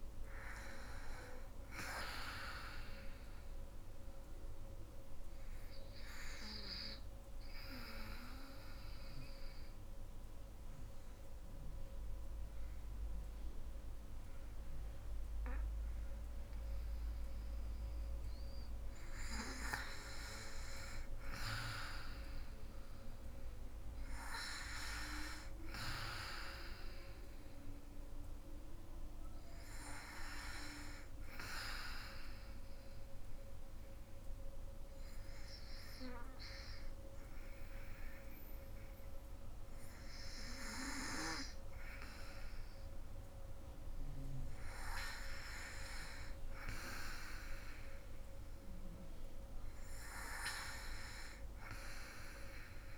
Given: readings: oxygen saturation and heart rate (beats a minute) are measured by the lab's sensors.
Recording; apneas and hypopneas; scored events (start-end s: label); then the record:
breathing in sleep by a room microphone; 2
0.50-13.50 s: oxygen desaturation (device-marked, oxygen 94% before, 90% lowest, heart rate 67 before, 60 extreme)
6.00-18.00 s: obstructive apnea (oxygen 96% before, 89% lowest, heart rate 68 before, 60 extreme, up 7 after)
21.00-25.00 s: arousal
28.50-39.50 s: oxygen desaturation (device-marked, oxygen 97% before, 89% lowest, heart rate 64 before, 64 extreme)
32.00-45.00 s: hypopnea (oxygen 97% before, 89% lowest, heart rate 64 before, 64 extreme, up 5 after)
50.50-52.98 s: oxygen desaturation (device-marked, oxygen 97% before, 94% lowest, heart rate 66 before, 66 extreme)
51.00-52.98 s: arousal
From the record:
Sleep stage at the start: N2 (light sleep); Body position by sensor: on the back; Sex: female